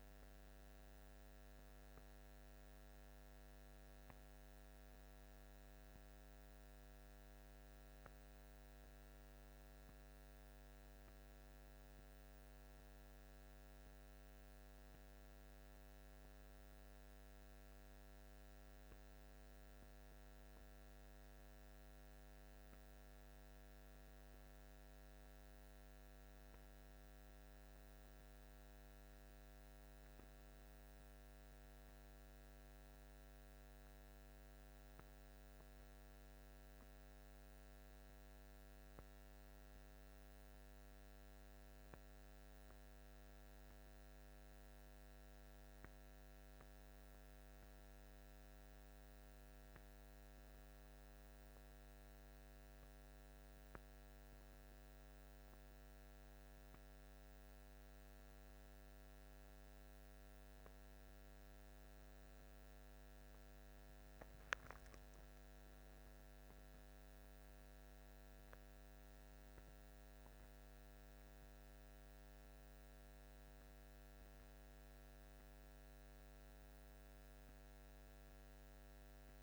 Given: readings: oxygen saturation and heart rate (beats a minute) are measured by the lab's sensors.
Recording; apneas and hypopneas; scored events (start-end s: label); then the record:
a person partly awake in a sleep study, hard to hear, by a microphone on the trachea; none
36.50-79.43 s: new sleep stage, N1 (lightest sleep)
From the record:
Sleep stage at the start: awake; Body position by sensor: on the back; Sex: male